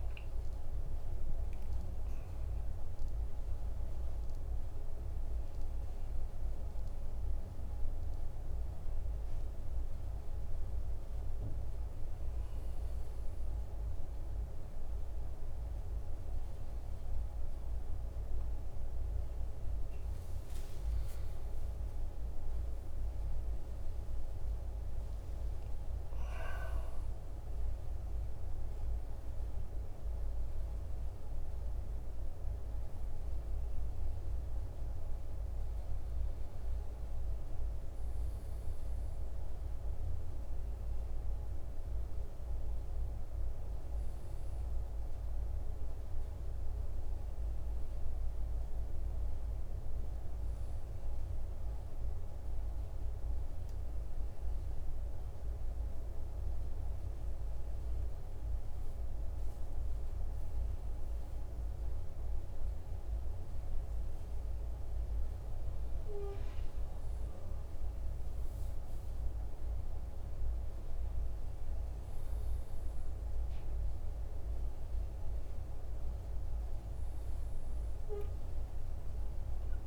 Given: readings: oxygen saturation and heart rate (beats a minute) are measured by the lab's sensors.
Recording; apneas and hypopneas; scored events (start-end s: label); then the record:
a person partly awake in a sleep study, hard to hear, by a room microphone; none
10.50-79.87 s: new sleep stage, N1 (lightest sleep)
From the record:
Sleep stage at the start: awake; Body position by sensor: on the right side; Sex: male